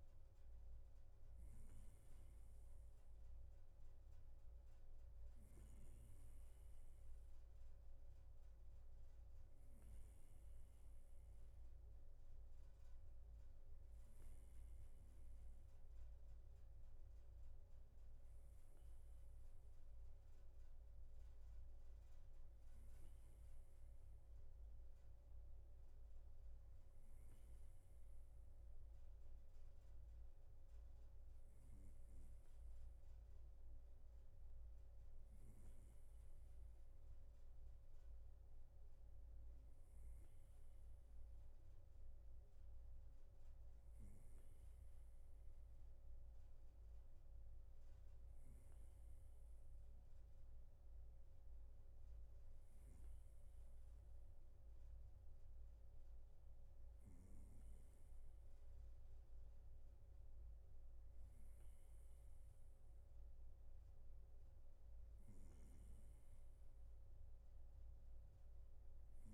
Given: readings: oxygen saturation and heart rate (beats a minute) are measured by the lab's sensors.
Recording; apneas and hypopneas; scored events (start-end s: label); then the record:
breathing in sleep, hard to hear, by a room microphone; none
none scored
From the record:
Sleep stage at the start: N2 (light sleep); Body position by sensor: on the right side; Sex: male